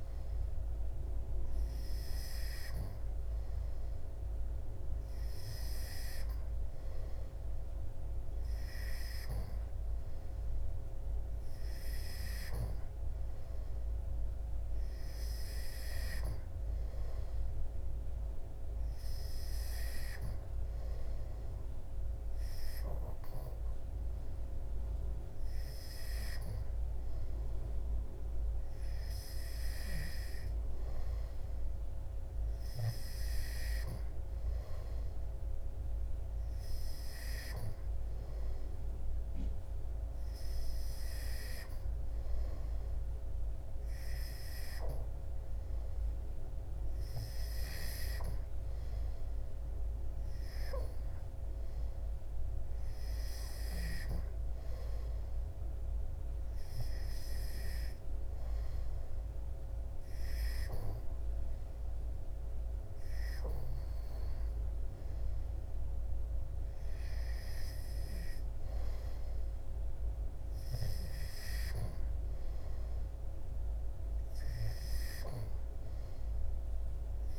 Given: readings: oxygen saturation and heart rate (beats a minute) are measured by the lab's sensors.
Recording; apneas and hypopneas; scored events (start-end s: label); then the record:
breathing in sleep by a room microphone; none
none scored
From the record:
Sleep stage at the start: N2 (light sleep); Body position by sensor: on the back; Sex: male